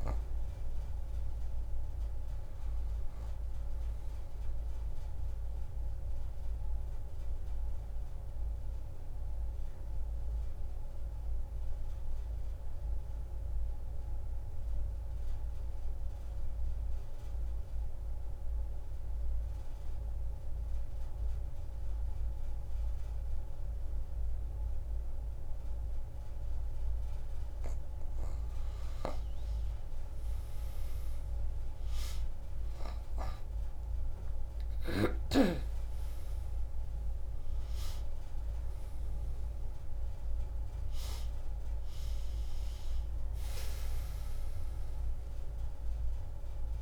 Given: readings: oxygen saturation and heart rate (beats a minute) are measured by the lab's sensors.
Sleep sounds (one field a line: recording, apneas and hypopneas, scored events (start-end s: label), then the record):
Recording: breathing in sleep by a room microphone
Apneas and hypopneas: 1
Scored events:
0.00-2.50 s: arousal
0.00-11.50 s: oxygen desaturation (device-marked, oxygen 90% lowest)
7.00-26.50 s: obstructive apnea (oxygen 97% before, 84% lowest)
24.50-46.82 s: oxygen desaturation (device-marked, oxygen 95% before, 84% lowest)
28.50-32.50 s: arousal
From the record:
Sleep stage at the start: N2 (light sleep)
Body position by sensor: on the back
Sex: female